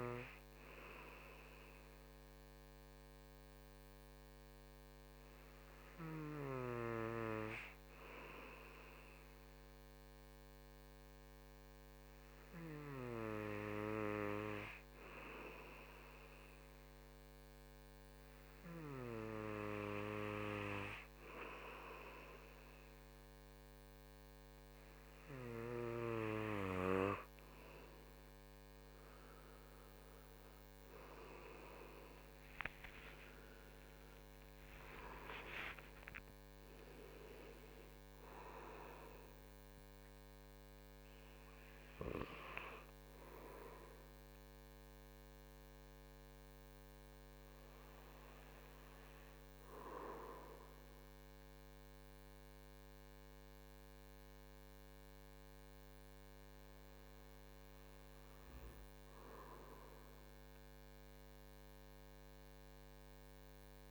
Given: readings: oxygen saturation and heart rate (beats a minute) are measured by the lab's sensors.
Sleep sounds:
breathing in sleep by a microphone on the trachea; none
32.50-37.00 s: arousal
From the record:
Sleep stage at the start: N2 (light sleep); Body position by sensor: on the right side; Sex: male

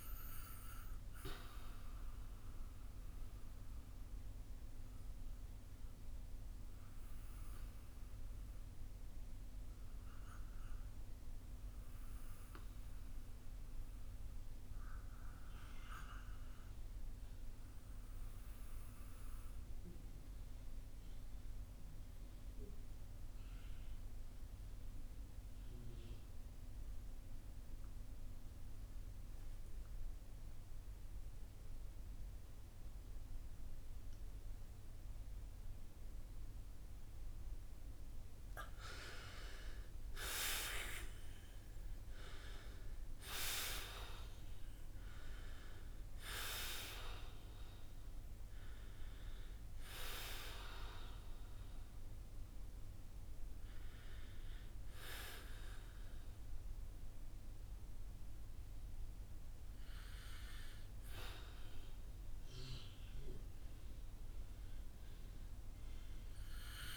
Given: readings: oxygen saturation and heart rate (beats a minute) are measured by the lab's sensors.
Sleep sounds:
breathing in sleep by a room microphone; 1
2.00-38.50 s: obstructive apnea (oxygen 96% before, 80% lowest, heart rate 59 before, 55 extreme, up 9 after)
7.50-22.50 s: oxygen desaturation (device-marked, oxygen 95% before, 92% lowest, heart rate 58 before, 56 extreme)
32.50-66.97 s: oxygen desaturation (device-marked, oxygen 94% before, 80% lowest, heart rate 57 before, 48 extreme)
39.50-43.50 s: arousal
From the record:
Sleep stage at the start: REM sleep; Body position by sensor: on the back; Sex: male

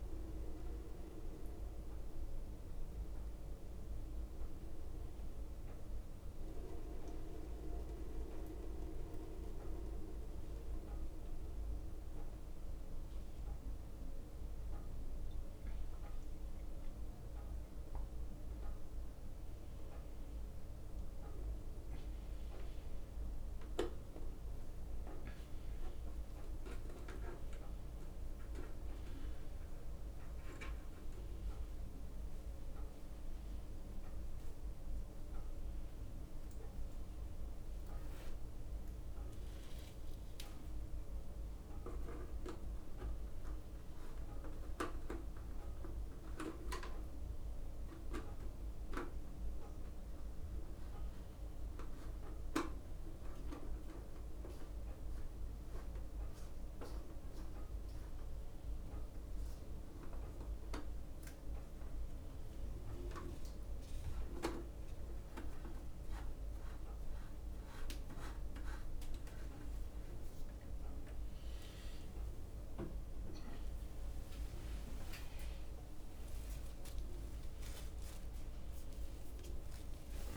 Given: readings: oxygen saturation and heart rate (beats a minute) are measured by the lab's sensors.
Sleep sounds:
a person awake in a sleep study, by a room microphone; none
0.00-1.50 s: long interval between heartbeats (device-marked, heart rate 77 extreme)
0.00-2.50 s: leg movement (device-marked)
6.50-11.00 s: leg movement (device-marked)
12.00-16.50 s: leg movement (device-marked)
13.00-24.00 s: drop in pulse transit time (device-marked, heart rate 70 before, 65 extreme)
21.00-22.50 s: leg movement (device-marked)
24.50-29.50 s: leg movement (device-marked)
35.00-46.00 s: drop in pulse transit time (device-marked, heart rate 69 before, 69 extreme)
40.50-41.50 s: leg movement (device-marked)
41.00-43.00 s: long interval between heartbeats (device-marked, heart rate 70 before, 88 extreme)
44.00-45.50 s: leg movement (device-marked)
56.00-59.00 s: drop in pulse transit time (device-marked, heart rate 74 before, 66 extreme)
74.00-80.00 s: drop in pulse transit time (device-marked, heart rate 67 before, 69 extreme)
74.00-80.37 s: tachycardia (device-marked, heart rate 66 before, 158 extreme)
78.00-80.00 s: long interval between heartbeats (device-marked, heart rate 72 before, 117 extreme)
From the record:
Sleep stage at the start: awake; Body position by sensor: upright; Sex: male

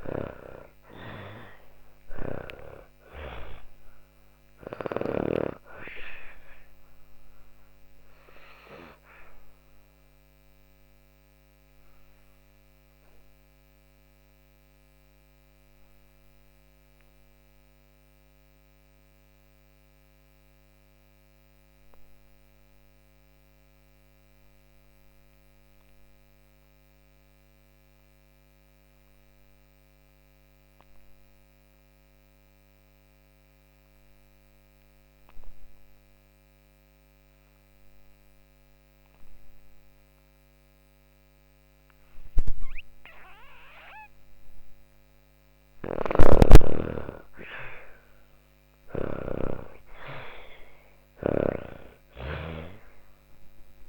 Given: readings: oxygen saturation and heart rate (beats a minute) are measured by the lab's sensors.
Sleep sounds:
breathing in sleep by a microphone on the trachea; 1
0.00-1.50 s: arousal
0.00-3.50 s: snoring (device-marked)
0.00-18.50 s: oxygen desaturation (device-marked, oxygen 86% lowest)
6.00-43.00 s: obstructive apnea (oxygen 98% before, 80% lowest)
35.50-53.89 s: oxygen desaturation (device-marked, oxygen 98% before, 80% lowest)
44.00-47.50 s: snoring (device-marked)
45.50-49.50 s: arousal
From the record:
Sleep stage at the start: N2 (light sleep); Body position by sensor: on the back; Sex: female

